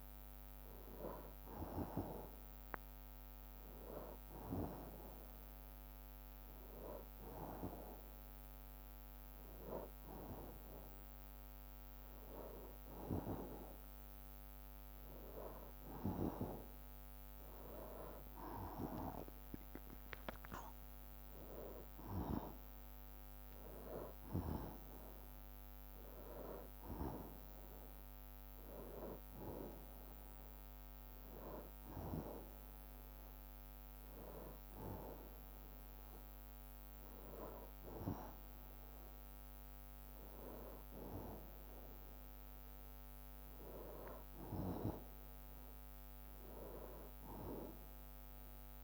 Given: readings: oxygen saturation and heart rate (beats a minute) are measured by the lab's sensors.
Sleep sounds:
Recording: breathing in sleep by a microphone on the trachea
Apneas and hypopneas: none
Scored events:
20.50-32.50 s: drop in pulse transit time (device-marked, heart rate 63 before, 63 extreme)
36.50-48.84 s: new sleep stage, N2 (light sleep)
45.50-48.84 s: drop in pulse transit time (device-marked, heart rate 64 before, 63 extreme)
From the record:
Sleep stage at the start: N1 (lightest sleep)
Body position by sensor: on the back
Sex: male

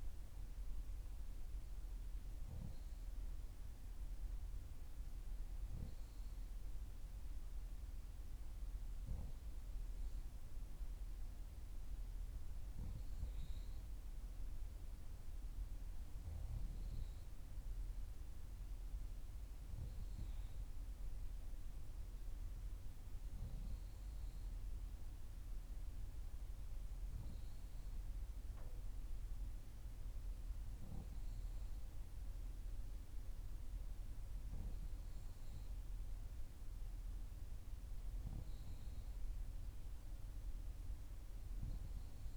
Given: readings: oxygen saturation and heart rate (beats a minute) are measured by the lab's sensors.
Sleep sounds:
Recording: breathing in sleep, hard to hear, by a room microphone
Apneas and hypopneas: none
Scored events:
none scored
From the record:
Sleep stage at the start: N3 (deep sleep)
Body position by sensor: on the back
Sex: female

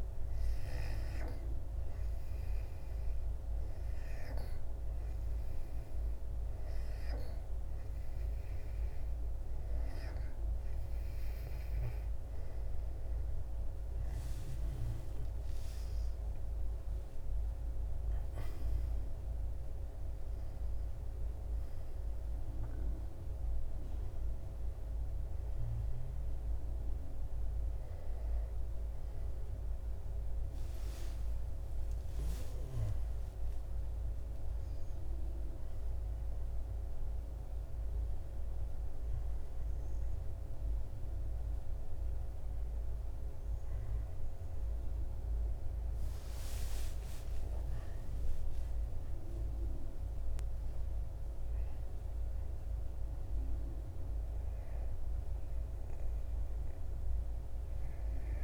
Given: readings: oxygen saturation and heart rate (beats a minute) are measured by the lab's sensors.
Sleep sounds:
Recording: a person awake in a sleep study, hard to hear, by a room microphone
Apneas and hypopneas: none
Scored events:
23.00-53.00 s: new sleep stage, awake
53.00-58.44 s: new sleep stage, N2 (light sleep)
From the record:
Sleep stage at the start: N1 (lightest sleep)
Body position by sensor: on the back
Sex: male

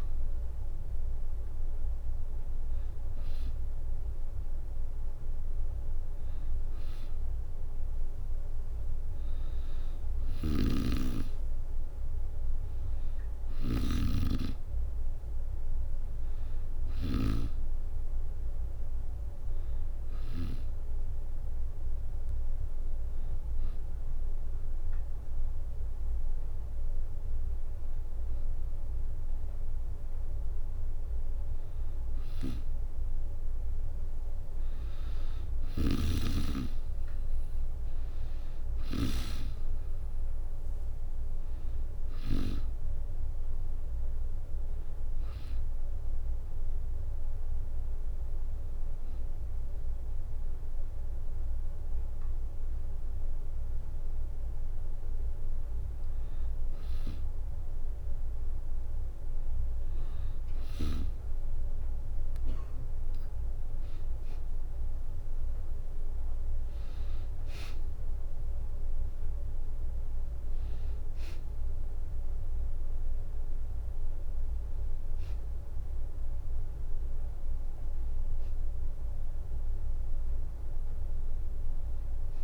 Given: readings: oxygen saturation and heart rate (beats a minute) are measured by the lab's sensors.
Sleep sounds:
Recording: breathing in sleep by a room microphone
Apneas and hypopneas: 1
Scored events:
0.00-11.50 s: oxygen desaturation (device-marked, oxygen 93% lowest, heart rate 64 extreme)
8.50-24.50 s: drop in pulse transit time (device-marked, heart rate 68 before, 66 extreme)
10.00-17.00 s: snoring (device-marked)
16.00-18.50 s: arousal
19.50-29.50 s: hypopnea (oxygen 96% before, 93% lowest, heart rate 70 before, 64 extreme, up 6 after)
31.00-33.50 s: arousal
35.00-39.00 s: snoring (device-marked)
63.50-71.50 s: oxygen desaturation (device-marked, oxygen 97% before, 93% lowest, heart rate 67 before, 65 extreme)
From the record:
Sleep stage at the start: N2 (light sleep)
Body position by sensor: on the back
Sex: female

